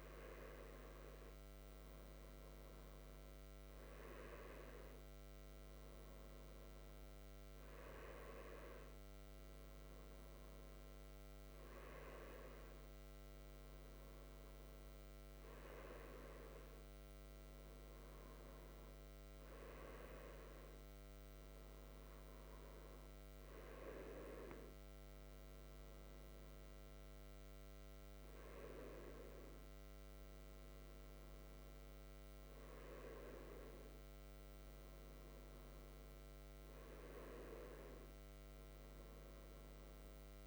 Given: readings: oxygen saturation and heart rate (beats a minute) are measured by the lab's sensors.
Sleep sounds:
breathing in sleep by a microphone on the trachea; none
none scored
From the record:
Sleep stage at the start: N1 (lightest sleep); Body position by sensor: on the right side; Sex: male

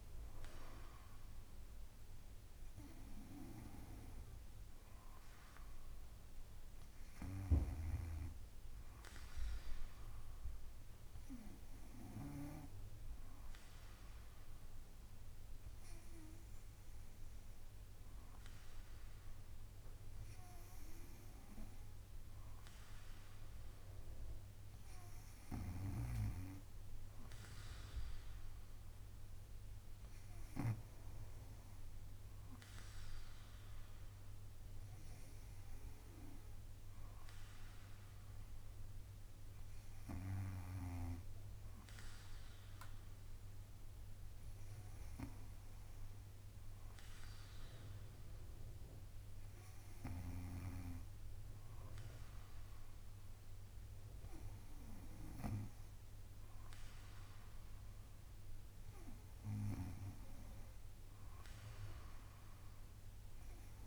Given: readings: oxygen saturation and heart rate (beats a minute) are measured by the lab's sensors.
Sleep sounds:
breathing in sleep by a room microphone; none
0.00-6.00 s: drop in pulse transit time (device-marked, heart rate 60 extreme)
7.50-12.50 s: snoring (device-marked)
25.50-30.50 s: snoring (device-marked)
From the record:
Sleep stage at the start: N2 (light sleep); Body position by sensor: on the back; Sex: female

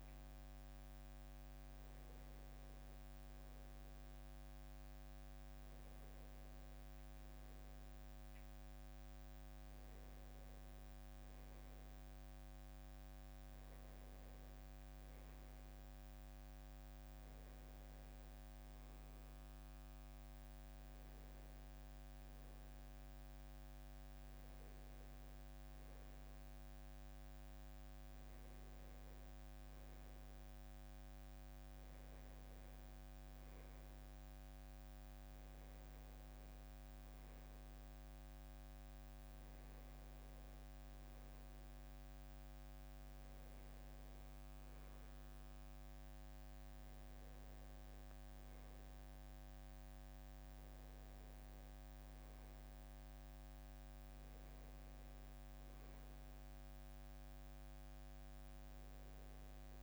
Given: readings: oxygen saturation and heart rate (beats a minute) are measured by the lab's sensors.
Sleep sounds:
a person awake in a sleep study, hard to hear, by a microphone on the trachea; none
none scored
From the record:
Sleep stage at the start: awake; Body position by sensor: on the back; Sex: male

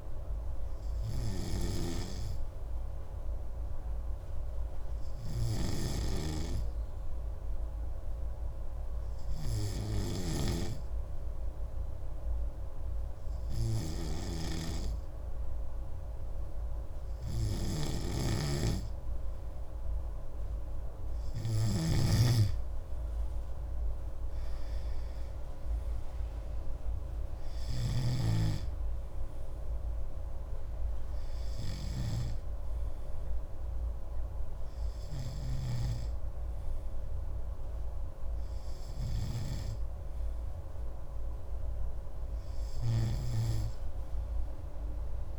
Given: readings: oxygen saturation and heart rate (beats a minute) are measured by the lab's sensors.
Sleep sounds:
breathing in sleep by a room microphone; none
0.00-45.38 s: snoring (device-marked)
3.00-33.00 s: new sleep stage, N3 (deep sleep)
33.00-45.38 s: new sleep stage, N2 (light sleep)
From the record:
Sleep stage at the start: N2 (light sleep); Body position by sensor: on the right side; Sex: male

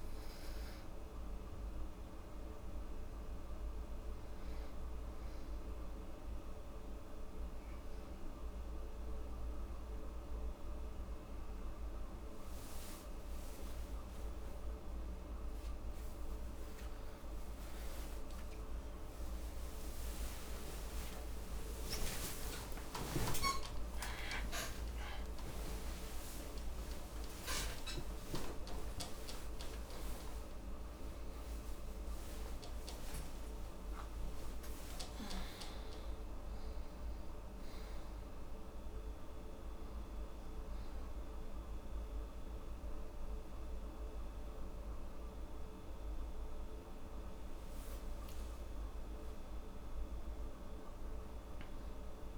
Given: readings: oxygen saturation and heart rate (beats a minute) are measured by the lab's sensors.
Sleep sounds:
a person awake in a sleep study, by a room microphone; none
none scored
From the record:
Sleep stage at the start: awake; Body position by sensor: on the back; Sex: female

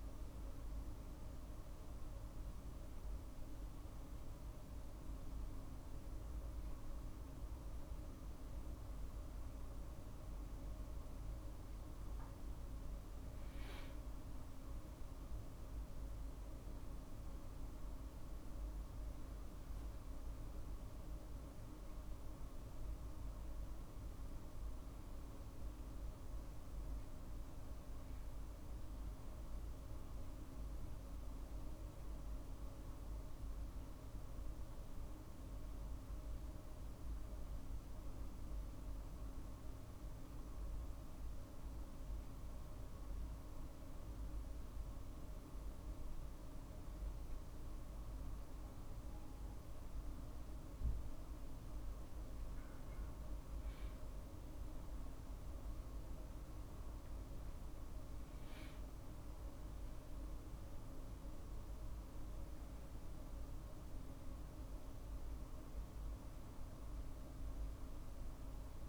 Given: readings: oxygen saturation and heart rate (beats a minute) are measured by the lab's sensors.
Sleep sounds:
a person awake in a sleep study, hard to hear, by a room microphone; none
7.50-11.00 s: arousal
51.00-68.89 s: new sleep stage, N1 (lightest sleep)
From the record:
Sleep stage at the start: awake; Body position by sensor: on the right side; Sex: male

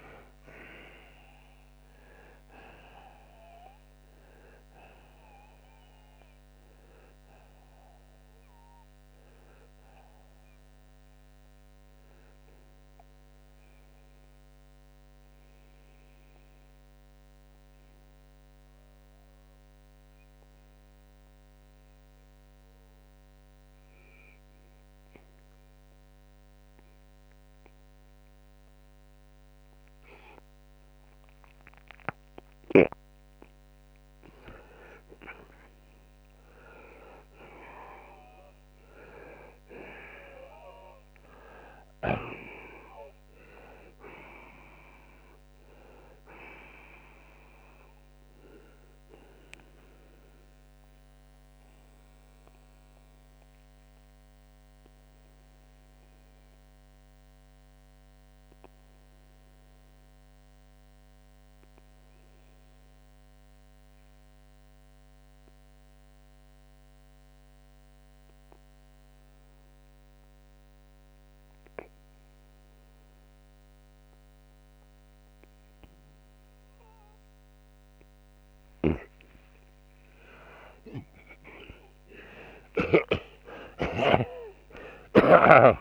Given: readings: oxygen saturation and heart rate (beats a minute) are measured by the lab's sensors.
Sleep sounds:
breathing in sleep by a microphone on the trachea; 2
12.50-33.00 s: mixed apnea (oxygen 94% before, 85% lowest, heart rate 99 before, 63 extreme, up 20 after)
19.00-39.00 s: oxygen desaturation (device-marked, oxygen 93% before, 85% lowest, heart rate 87 before, 71 extreme)
35.50-40.50 s: arousal
48.00-78.00 s: oxygen desaturation (device-marked, oxygen 95% before, 85% lowest, heart rate 86 before, 66 extreme)
52.00-76.50 s: obstructive apnea (oxygen 95% before, 82% lowest, heart rate 87 before, 66 extreme)
78.50-83.00 s: snoring (device-marked)
79.50-84.50 s: arousal
From the record:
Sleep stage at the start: N2 (light sleep); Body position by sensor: on the right side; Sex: male

